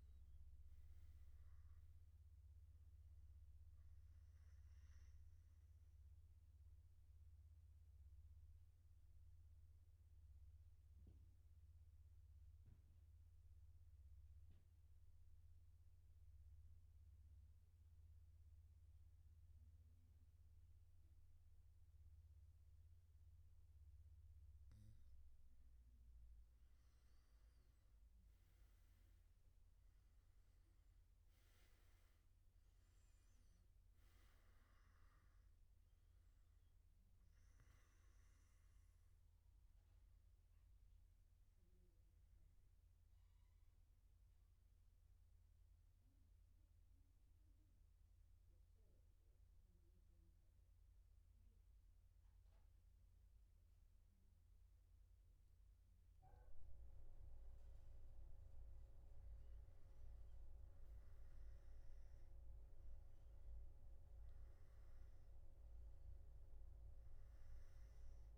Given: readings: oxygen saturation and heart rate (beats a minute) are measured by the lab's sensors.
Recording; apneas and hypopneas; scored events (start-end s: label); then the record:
breathing in sleep, hard to hear, by a room microphone; 2
0.00-26.00 s: oxygen desaturation (device-marked, oxygen 95% before, 90% lowest, heart rate 125 before, 116 extreme)
5.00-25.50 s: mixed apnea (oxygen 95% before, 90% lowest, heart rate 126 before, 116 extreme, up 3 after)
41.50-59.50 s: mixed apnea (oxygen 96% before, 92% lowest, heart rate 119 before, 116 extreme, up 3 after)
From the record:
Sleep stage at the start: N1 (lightest sleep); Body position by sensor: on the back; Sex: male